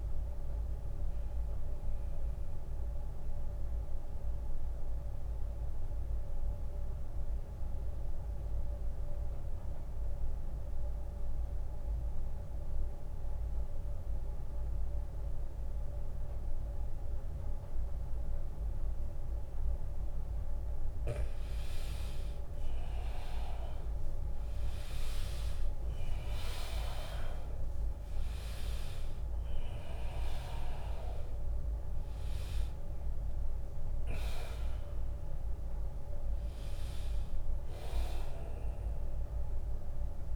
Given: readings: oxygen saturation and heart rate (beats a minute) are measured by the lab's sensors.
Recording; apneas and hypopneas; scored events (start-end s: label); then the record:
breathing in sleep by a room microphone; 1
0.00-1.50 s: oxygen desaturation (device-marked, oxygen 91% lowest, heart rate 66 extreme)
2.00-20.00 s: mixed apnea (oxygen 100% before, 89% lowest, heart rate 79 before, 66 extreme, up 5 after)
23.00-28.50 s: arousal
23.50-40.36 s: oxygen desaturation (device-marked, oxygen 100% before, 89% lowest, heart rate 76 before, 73 extreme)
26.50-38.50 s: drop in pulse transit time (device-marked, heart rate 76 before, 74 extreme)
From the record:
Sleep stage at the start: N2 (light sleep); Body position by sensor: on the back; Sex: male